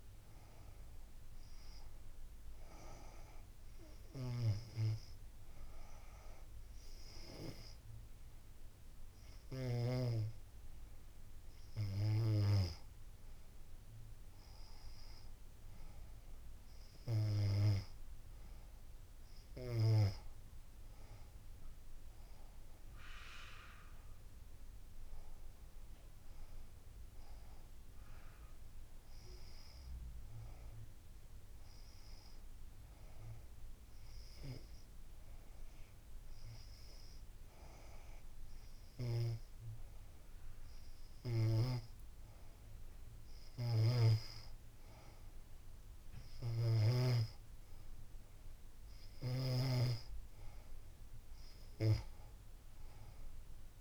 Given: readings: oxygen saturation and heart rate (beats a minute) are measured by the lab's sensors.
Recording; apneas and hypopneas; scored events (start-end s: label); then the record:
breathing in sleep by a room microphone; none
none scored
From the record:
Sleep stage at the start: N2 (light sleep); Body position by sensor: on the back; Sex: female